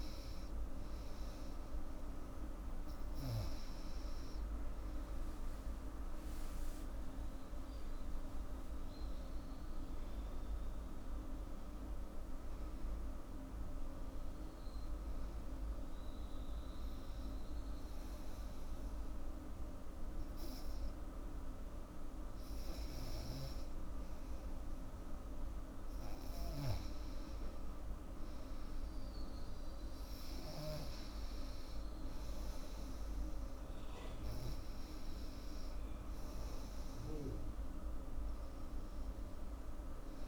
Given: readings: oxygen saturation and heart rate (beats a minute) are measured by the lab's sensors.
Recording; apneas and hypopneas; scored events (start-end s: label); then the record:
breathing in sleep, hard to hear, by a room microphone; 1
7.00-10.50 s: arousal
17.00-27.50 s: hypopnea (oxygen 97% before, 93% lowest, heart rate 87 before, 81 extreme, up 4 after)
29.50-34.00 s: arousal
32.00-39.00 s: oxygen desaturation (device-marked, oxygen 98% before, 93% lowest, heart rate 85 before, 81 extreme)
From the record:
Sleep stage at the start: N2 (light sleep); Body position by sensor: on the back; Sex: female